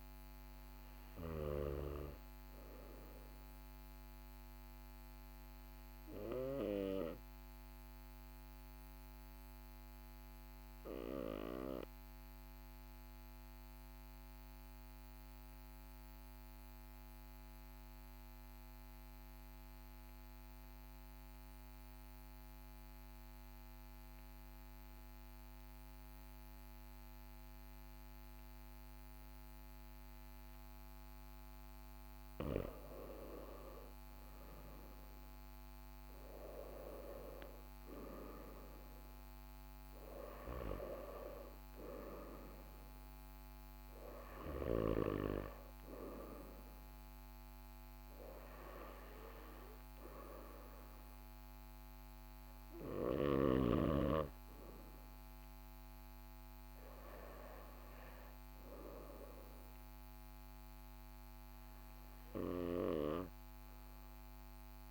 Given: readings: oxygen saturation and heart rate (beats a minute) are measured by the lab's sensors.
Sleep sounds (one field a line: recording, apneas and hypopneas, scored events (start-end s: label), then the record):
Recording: breathing in sleep by a microphone on the trachea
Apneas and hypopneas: 1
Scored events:
10.00-31.50 s: obstructive apnea (oxygen 98% before, 93% lowest, heart rate 42 before, 41 extreme, up 2 after)
32.50-37.00 s: arousal
From the record:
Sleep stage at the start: N2 (light sleep)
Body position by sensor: on the right side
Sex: male